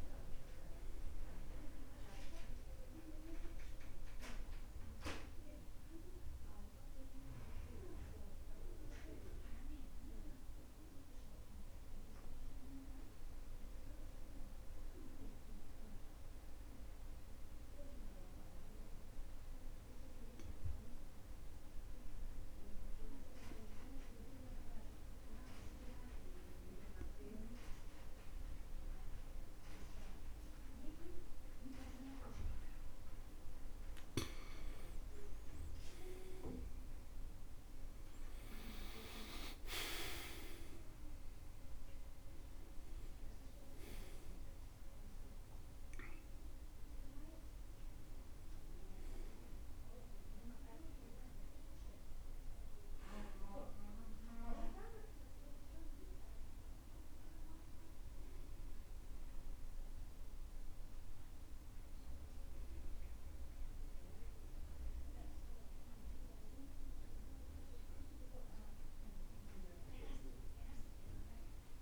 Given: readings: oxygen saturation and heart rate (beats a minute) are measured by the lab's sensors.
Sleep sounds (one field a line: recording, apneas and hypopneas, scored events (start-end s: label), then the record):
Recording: breathing in sleep by a room microphone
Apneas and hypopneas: 1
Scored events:
0.00-23.50 s: oxygen desaturation (device-marked, oxygen 93% lowest, heart rate 62 extreme)
9.00-34.00 s: mixed apnea (oxygen 98% before, 86% lowest, heart rate 67 before, 63 extreme, up 24 after)
34.50-58.50 s: oxygen desaturation (device-marked, oxygen 96% before, 89% lowest, heart rate 65 before, 63 extreme)
36.00-40.00 s: arousal
63.50-71.82 s: oxygen desaturation (device-marked, oxygen 93% before, 86% lowest, heart rate 73 before, 63 extreme)
From the record:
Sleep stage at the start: N2 (light sleep)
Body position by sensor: on the back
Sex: male